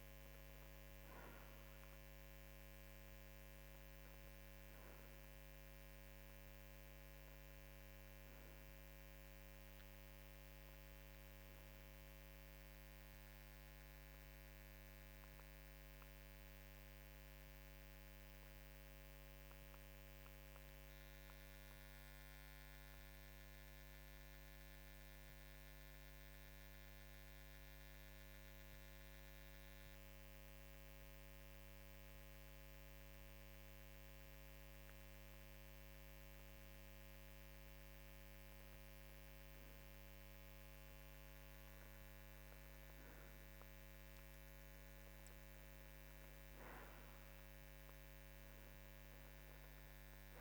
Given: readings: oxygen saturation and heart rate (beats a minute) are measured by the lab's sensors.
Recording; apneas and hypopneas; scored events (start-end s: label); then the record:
breathing in sleep, hard to hear, by a microphone on the trachea; 1
15.00-37.00 s: obstructive apnea (oxygen 94% before, 92% lowest, heart rate 54 before, 52 extreme, up 3 after)
41.00-44.50 s: arousal
From the record:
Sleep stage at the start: N2 (light sleep); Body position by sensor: on the right side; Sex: male